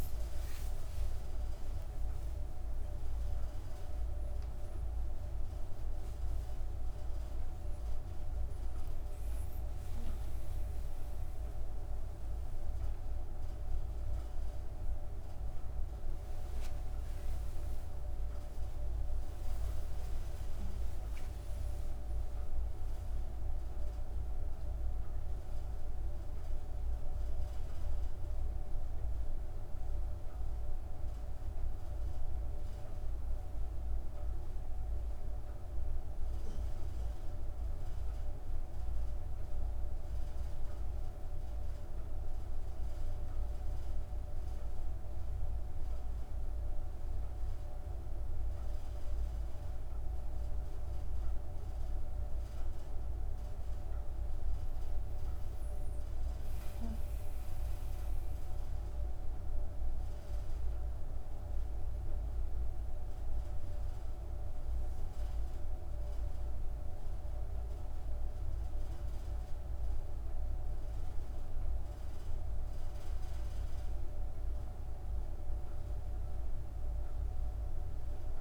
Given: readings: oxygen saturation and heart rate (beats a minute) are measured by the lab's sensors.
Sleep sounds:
a person partly awake in a sleep study, hard to hear, by a room microphone; none
30.00-78.41 s: new sleep stage, N1 (lightest sleep)
From the record:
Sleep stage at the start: awake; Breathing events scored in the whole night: 119 in 5.0 hours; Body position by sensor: on the back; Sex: female

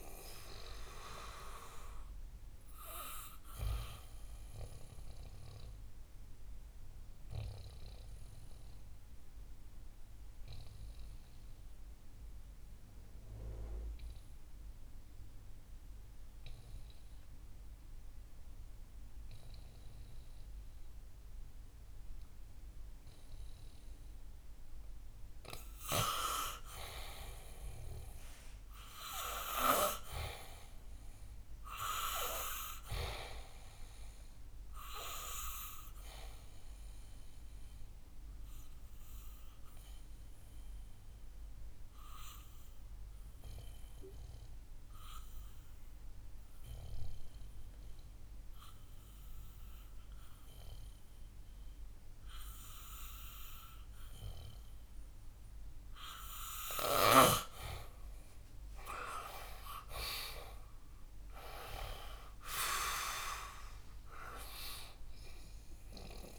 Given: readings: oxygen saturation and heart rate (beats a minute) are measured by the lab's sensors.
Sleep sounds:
breathing in sleep by a room microphone; 2
6.00-23.50 s: obstructive apnea (oxygen 99% before, 91% lowest, heart rate 72 before, 63 extreme, up 4 after)
29.50-33.50 s: arousal
32.50-51.50 s: oxygen desaturation (device-marked, oxygen 99% before, 91% lowest, heart rate 69 before, 63 extreme)
38.00-57.00 s: obstructive apnea (oxygen 99% before, 90% lowest, heart rate 68 before, 61 extreme, up 12 after)
59.50-63.50 s: arousal
63.50-66.39 s: oxygen desaturation (device-marked, oxygen 96% before, 92% lowest, heart rate 66 before, 61 extreme)
From the record:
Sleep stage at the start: N2 (light sleep); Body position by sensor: on the back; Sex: male

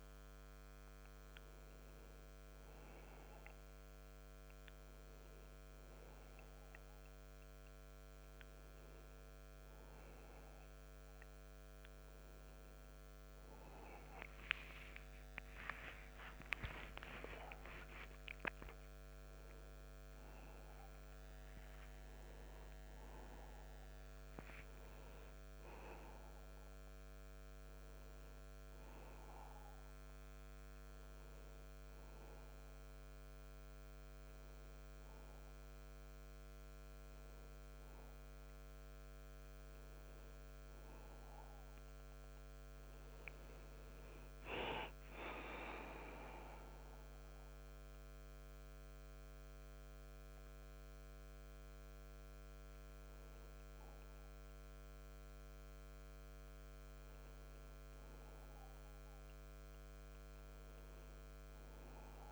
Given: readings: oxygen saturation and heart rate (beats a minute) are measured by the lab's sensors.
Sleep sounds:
breathing in sleep by a microphone on the trachea; none
15.50-21.00 s: arousal
From the record:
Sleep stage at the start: N2 (light sleep); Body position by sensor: on the back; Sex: male

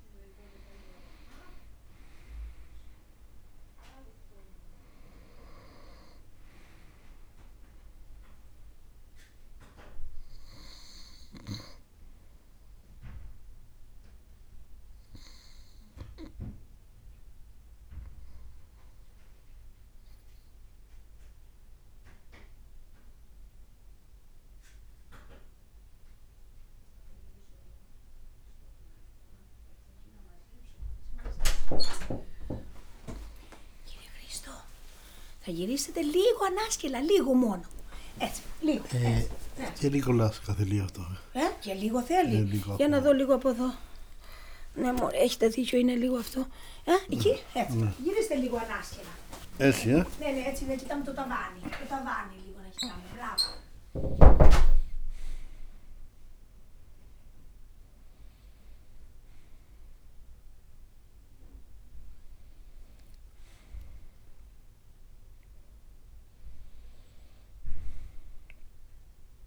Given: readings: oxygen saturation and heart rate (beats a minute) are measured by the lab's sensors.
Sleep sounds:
a person awake in a sleep study, by a room microphone; 1
2.50-11.50 s: oxygen desaturation (device-marked, oxygen 97% before, 94% lowest, heart rate 57 before, 53 extreme)
14.50-32.50 s: obstructive apnea (oxygen 97% before, 94% lowest, heart rate 59 before, 53 extreme, up 35 after)
24.50-69.47 s: new sleep stage, awake
38.00-40.00 s: long interval between heartbeats (device-marked, heart rate 54 before, 62 extreme)
43.00-45.00 s: long interval between heartbeats (device-marked, heart rate 60 before, 98 extreme)
46.50-48.50 s: long interval between heartbeats (device-marked, heart rate 68 before, 83 extreme)
47.50-49.50 s: tachycardia (device-marked, heart rate 57 before, 83 extreme)
50.50-52.50 s: tachycardia (device-marked, heart rate 57 before, 104 extreme)
51.00-53.00 s: long interval between heartbeats (device-marked, heart rate 74 before, 104 extreme)
From the record:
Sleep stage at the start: N2 (light sleep); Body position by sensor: on the right side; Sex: male

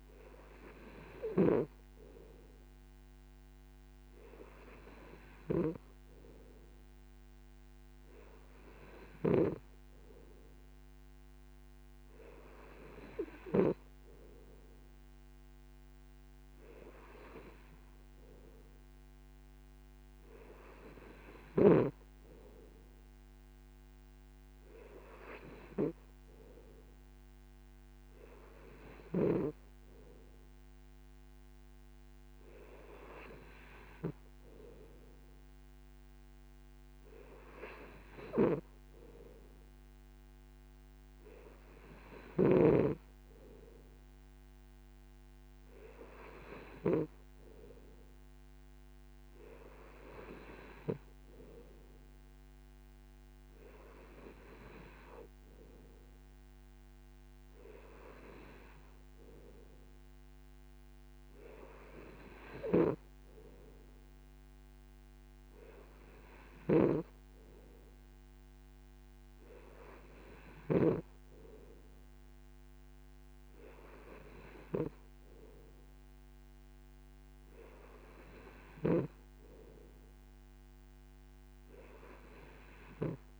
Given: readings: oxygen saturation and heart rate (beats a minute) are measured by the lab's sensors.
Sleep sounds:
breathing in sleep by a microphone on the trachea; none
none scored
From the record:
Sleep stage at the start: N2 (light sleep); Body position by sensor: on the right side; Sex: male

